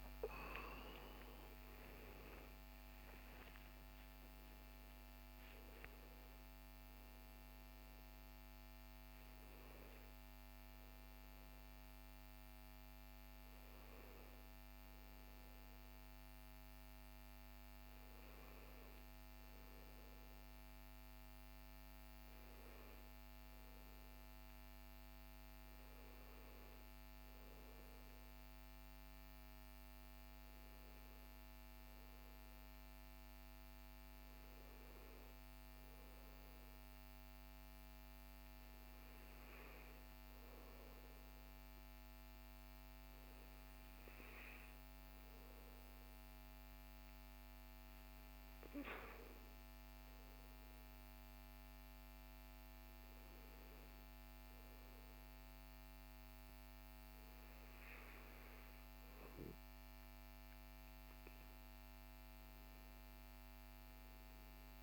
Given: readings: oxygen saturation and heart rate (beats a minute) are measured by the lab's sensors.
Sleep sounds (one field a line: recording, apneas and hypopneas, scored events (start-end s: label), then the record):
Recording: a person partly awake in a sleep study, hard to hear, by a microphone on the trachea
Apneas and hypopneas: none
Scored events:
20.00-50.00 s: new sleep stage, N1 (lightest sleep)
50.00-64.83 s: new sleep stage, N2 (light sleep)
From the record:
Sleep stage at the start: awake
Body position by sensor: on the back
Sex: male